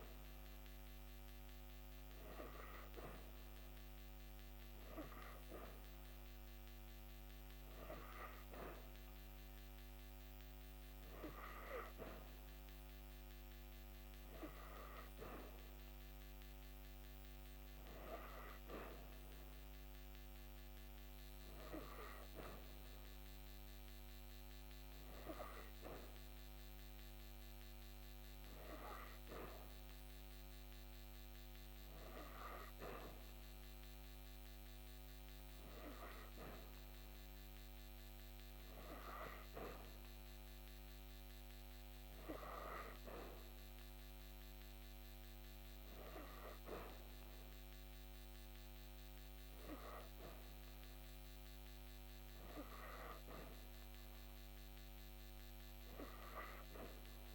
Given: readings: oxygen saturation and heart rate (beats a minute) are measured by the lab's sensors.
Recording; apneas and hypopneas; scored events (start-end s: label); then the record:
breathing in sleep by a microphone on the trachea; none
none scored
From the record:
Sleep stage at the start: N3 (deep sleep); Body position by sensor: on the back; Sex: female